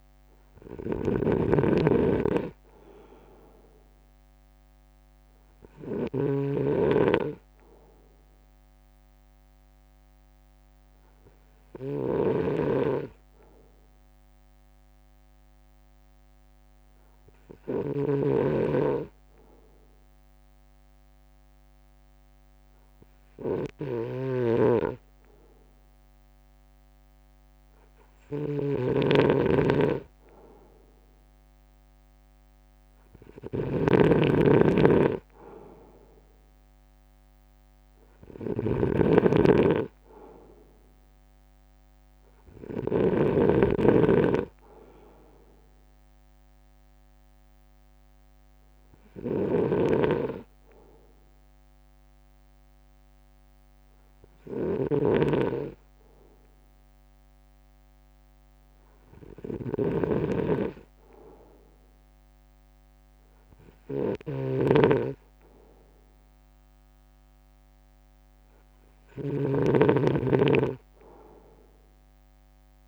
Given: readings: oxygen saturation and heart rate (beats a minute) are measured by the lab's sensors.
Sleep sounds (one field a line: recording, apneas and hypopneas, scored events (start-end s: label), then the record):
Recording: breathing in sleep by a microphone on the trachea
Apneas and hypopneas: 1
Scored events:
0.00-8.00 s: drop in pulse transit time (device-marked, heart rate 53 extreme)
0.00-43.00 s: snoring (device-marked)
8.00-26.00 s: hypopnea (oxygen 96% before, 95% lowest, heart rate 57 before, 55 extreme, up 1 after)
29.50-34.00 s: arousal
32.00-47.00 s: drop in pulse transit time (device-marked, heart rate 60 before, 55 extreme)
46.00-72.88 s: new sleep stage, N3 (deep sleep)
49.00-69.50 s: snoring (device-marked)
61.00-70.00 s: drop in pulse transit time (device-marked, heart rate 58 before, 54 extreme)
From the record:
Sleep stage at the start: N2 (light sleep)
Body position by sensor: on the front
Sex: male